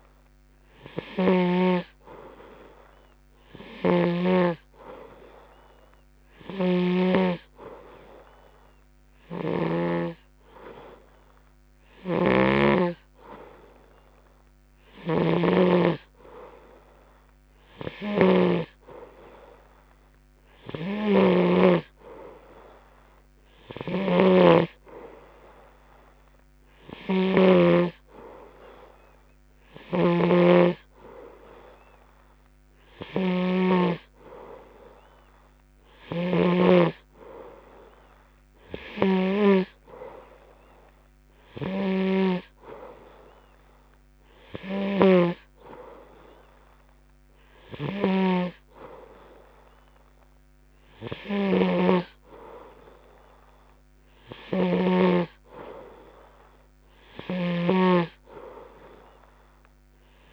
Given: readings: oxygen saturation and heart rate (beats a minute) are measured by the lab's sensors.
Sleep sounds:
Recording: breathing in sleep by a microphone on the trachea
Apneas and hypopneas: none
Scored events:
0.00-2.00 s: snoring (device-marked)
4.00-10.50 s: snoring (device-marked)
12.50-22.00 s: snoring (device-marked)
24.00-28.00 s: snoring (device-marked)
30.00-37.00 s: snoring (device-marked)
45.00-55.50 s: snoring (device-marked)
57.50-60.32 s: snoring (device-marked)
From the record:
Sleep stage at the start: N2 (light sleep)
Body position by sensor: on the right side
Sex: male

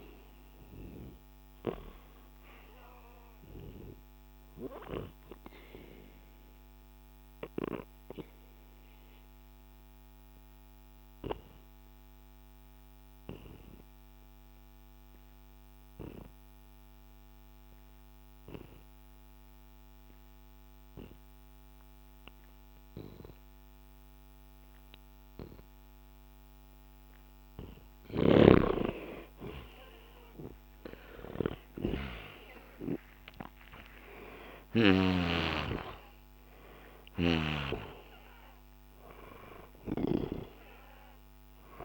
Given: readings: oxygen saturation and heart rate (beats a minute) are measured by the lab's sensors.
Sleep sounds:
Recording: breathing in sleep by a microphone on the trachea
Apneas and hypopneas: 1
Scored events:
0.00-13.50 s: oxygen desaturation (device-marked, oxygen 90% lowest, heart rate 63 extreme)
4.00-27.50 s: obstructive apnea (oxygen 97% before, 89% lowest, heart rate 68 before, 63 extreme, up 16 after)
15.50-22.50 s: oxygen desaturation (device-marked, oxygen 93% before, 90% lowest, heart rate 69 before, 63 extreme)
30.00-34.50 s: arousal
34.50-41.85 s: oxygen desaturation (device-marked, oxygen 98% before, 89% lowest, heart rate 67 before, 64 extreme)
From the record:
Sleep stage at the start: N2 (light sleep)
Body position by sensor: on the back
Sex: male

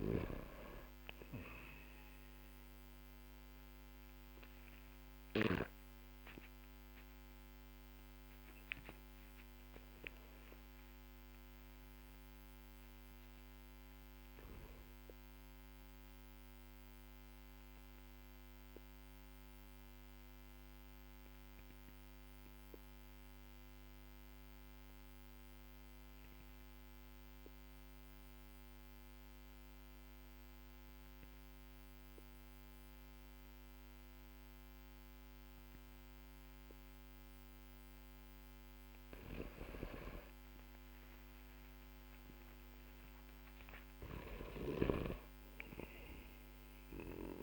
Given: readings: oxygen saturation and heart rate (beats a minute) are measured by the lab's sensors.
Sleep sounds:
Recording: breathing in sleep by a microphone on the trachea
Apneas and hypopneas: 1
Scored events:
4.50-47.43 s: new sleep stage, N1 (lightest sleep)
10.50-29.50 s: oxygen desaturation (device-marked, oxygen 95% before, 92% lowest, heart rate 53 before, 46 extreme)
14.50-37.50 s: obstructive apnea (oxygen 97% before, 92% lowest, heart rate 52 before, 46 extreme, up 9 after)
41.00-46.50 s: arousal
44.00-47.43 s: snoring (device-marked)
From the record:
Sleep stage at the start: N2 (light sleep)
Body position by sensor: on the back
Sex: male

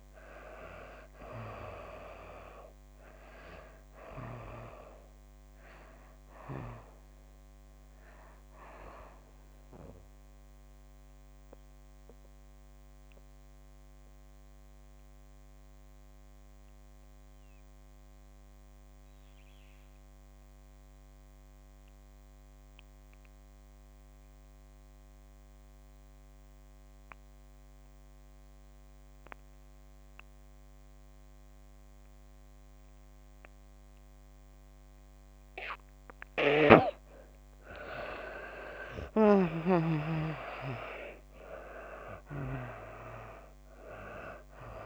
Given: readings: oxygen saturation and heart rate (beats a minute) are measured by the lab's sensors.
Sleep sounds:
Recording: breathing in sleep by a microphone on the trachea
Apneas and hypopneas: 1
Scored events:
0.00-23.00 s: oxygen desaturation (device-marked, oxygen 77% lowest, heart rate 102 extreme)
6.00-35.00 s: mixed apnea (oxygen 98% before, 74% lowest, heart rate 129 before, 106 extreme)
34.00-44.85 s: oxygen desaturation (device-marked, oxygen 98% before, 74% lowest, heart rate 140 before, 126 extreme)
38.00-42.00 s: arousal
From the record:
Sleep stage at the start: N2 (light sleep)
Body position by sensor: on the back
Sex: female

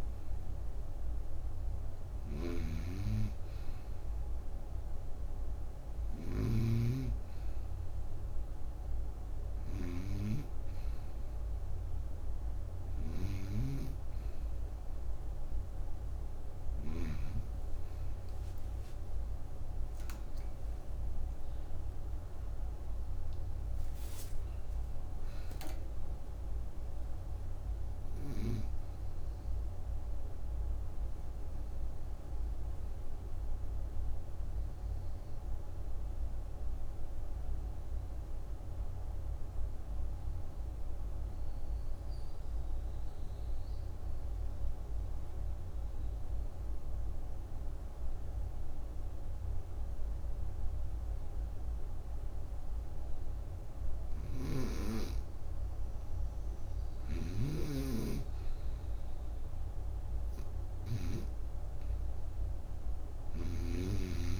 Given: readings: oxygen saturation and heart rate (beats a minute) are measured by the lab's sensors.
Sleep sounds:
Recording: breathing in sleep by a room microphone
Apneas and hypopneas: 1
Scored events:
0.00-22.50 s: oxygen desaturation (device-marked, oxygen 89% lowest, heart rate 56 extreme)
2.00-17.00 s: snoring (device-marked)
18.00-23.50 s: arousal
31.50-54.50 s: obstructive apnea (oxygen 95% before, 84% lowest, heart rate 59 before, 57 extreme, up 7 after)
55.50-64.39 s: oxygen desaturation (device-marked, oxygen 97% before, 84% lowest, heart rate 61 before, 54 extreme)
56.50-59.50 s: arousal
56.50-61.00 s: snoring (device-marked)
63.00-64.39 s: snoring (device-marked)
From the record:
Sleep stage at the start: N2 (light sleep)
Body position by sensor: on the right side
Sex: female

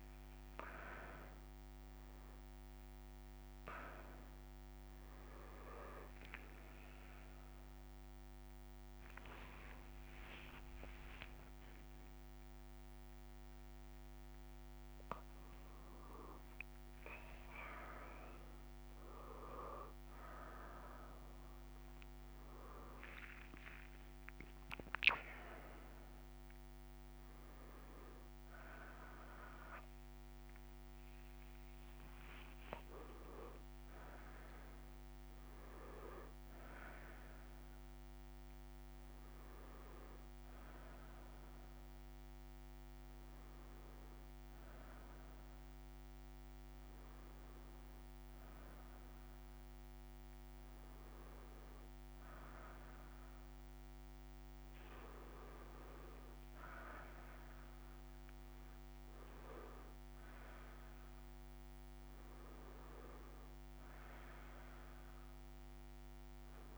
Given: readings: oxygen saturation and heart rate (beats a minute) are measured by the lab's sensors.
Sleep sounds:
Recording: breathing in sleep by a microphone on the trachea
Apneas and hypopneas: none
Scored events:
none scored
From the record:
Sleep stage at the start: N2 (light sleep)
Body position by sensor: on the back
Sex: male

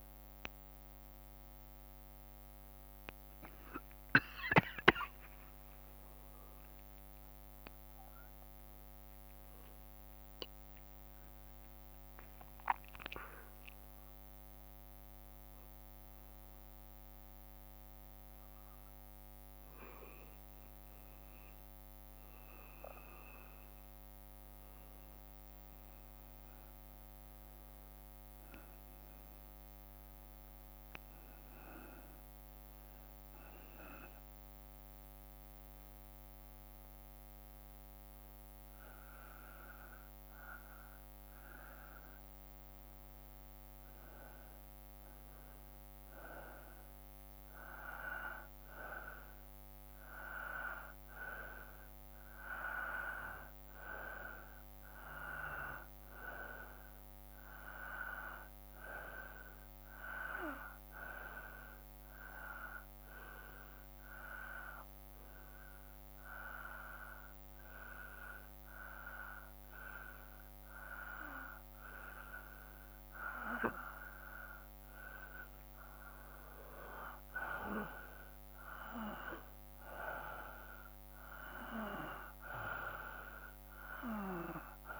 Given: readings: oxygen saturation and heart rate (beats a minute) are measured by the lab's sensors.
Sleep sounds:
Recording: breathing in sleep by a microphone on the trachea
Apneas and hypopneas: 3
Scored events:
4.00-8.00 s: arousal
5.00-7.00 s: long interval between heartbeats (device-marked, heart rate 63 before, 88 extreme)
10.00-21.00 s: hypopnea (oxygen 96% before, 93% lowest, heart rate 68 before, 55 extreme, up 0 after)
24.50-29.50 s: arousal
34.50-44.50 s: hypopnea (oxygen 96% before, 91% lowest, heart rate 57 before, 55 extreme, up 1 after)
41.50-84.99 s: new sleep stage, N2 (light sleep)
47.50-52.50 s: arousal
61.50-75.00 s: hypopnea (oxygen 95% before, 91% lowest, heart rate 56 before, 55 extreme, up 3 after)
77.50-81.50 s: arousal
80.50-84.99 s: oxygen desaturation (device-marked, oxygen 94% before, 91% lowest, heart rate 56 before, 56 extreme)
From the record:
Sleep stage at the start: N1 (lightest sleep)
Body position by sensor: on the back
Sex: male

